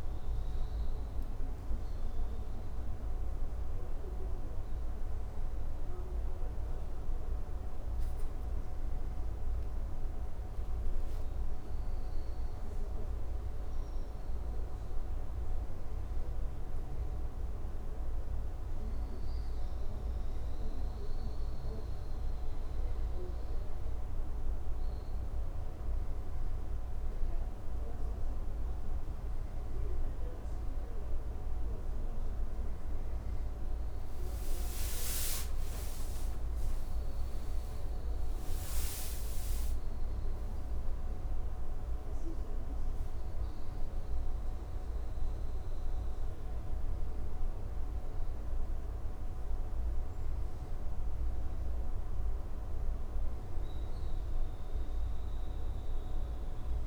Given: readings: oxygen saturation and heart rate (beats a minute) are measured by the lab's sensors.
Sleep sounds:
breathing in sleep, hard to hear, by a room microphone; none
none scored
From the record:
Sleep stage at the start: N2 (light sleep); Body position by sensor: on the back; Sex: male

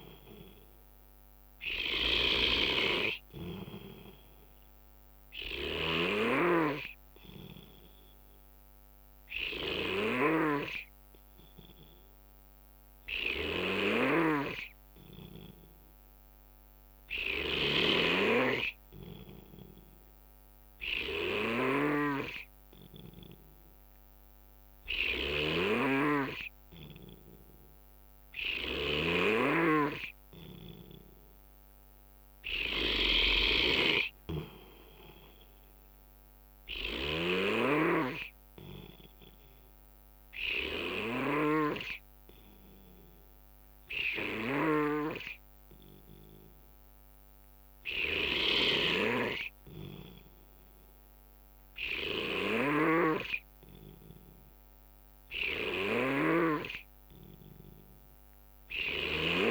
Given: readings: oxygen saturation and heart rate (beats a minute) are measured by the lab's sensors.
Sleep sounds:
breathing in sleep by a microphone on the trachea; 2
0.00-14.00 s: oxygen desaturation (device-marked, oxygen 92% lowest, heart rate 67 extreme)
0.00-59.50 s: snoring (device-marked)
7.00-18.50 s: hypopnea (oxygen 96% before, 92% lowest, heart rate 68 before, 67 extreme, up 3 after)
24.50-29.00 s: arousal
39.00-49.00 s: hypopnea (oxygen 95% before, 91% lowest, heart rate 70 before, 67 extreme, up 1 after)
43.00-59.50 s: new sleep stage, N3 (deep sleep)
From the record:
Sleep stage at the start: N2 (light sleep); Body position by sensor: on the right side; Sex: male

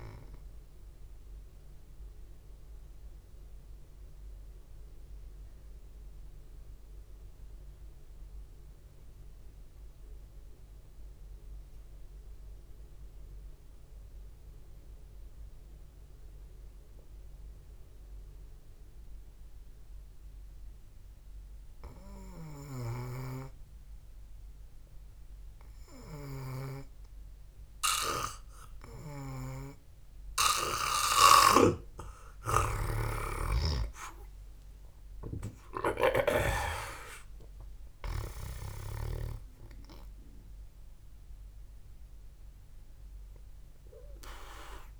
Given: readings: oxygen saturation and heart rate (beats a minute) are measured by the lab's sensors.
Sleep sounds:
breathing in sleep by a room microphone; 1
0.00-19.50 s: oxygen desaturation (device-marked, oxygen 88% lowest, heart rate 52 extreme)
0.50-22.00 s: mixed apnea (oxygen 97% before, 88% lowest, heart rate 56 before, 52 extreme, up 1 after)
33.50-38.50 s: arousal
38.50-45.00 s: oxygen desaturation (device-marked, oxygen 95% before, 88% lowest, heart rate 59 before, 53 extreme)
From the record:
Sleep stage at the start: N2 (light sleep); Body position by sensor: on the back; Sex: male

